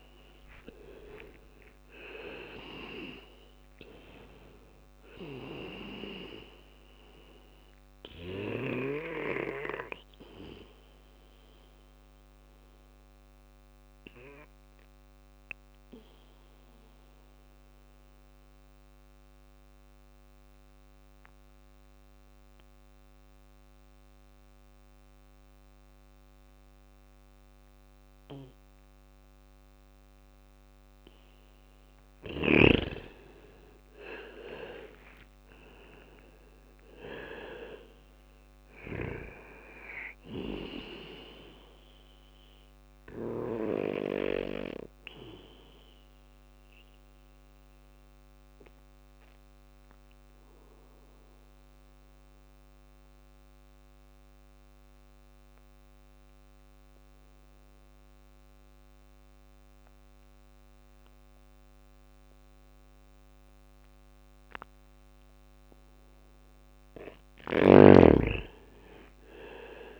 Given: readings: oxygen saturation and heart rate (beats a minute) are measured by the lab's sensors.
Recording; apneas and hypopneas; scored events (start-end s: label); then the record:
breathing in sleep by a microphone on the trachea; 2
0.00-8.00 s: drop in pulse transit time (device-marked, heart rate 58 extreme)
3.00-19.00 s: oxygen desaturation (device-marked, oxygen 98% before, 93% lowest, heart rate 61 before, 56 extreme)
4.00-15.00 s: bradycardia (device-marked, heart rate 61 before, 56 extreme)
10.50-29.50 s: obstructive apnea (oxygen 99% before, 91% lowest, heart rate 61 before, 56 extreme, up 4 after)
24.00-30.00 s: bradycardia (device-marked, heart rate 61 before, 59 extreme)
32.50-38.00 s: arousal
33.00-44.00 s: drop in pulse transit time (device-marked, heart rate 59 before, 58 extreme)
37.00-57.00 s: oxygen desaturation (device-marked, oxygen 98% before, 91% lowest, heart rate 60 before, 56 extreme)
39.00-54.00 s: bradycardia (device-marked, heart rate 61 before, 56 extreme)
45.50-64.00 s: obstructive apnea (oxygen 99% before, 91% lowest, heart rate 60 before, 57 extreme, up 4 after)
67.50-69.99 s: arousal
68.00-69.99 s: drop in pulse transit time (device-marked, heart rate 59 before, 60 extreme)
68.00-69.99 s: oxygen desaturation (device-marked, oxygen 99% before, 91% lowest, heart rate 59 before, 58 extreme)
From the record:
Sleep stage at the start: N2 (light sleep); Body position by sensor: on the back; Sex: male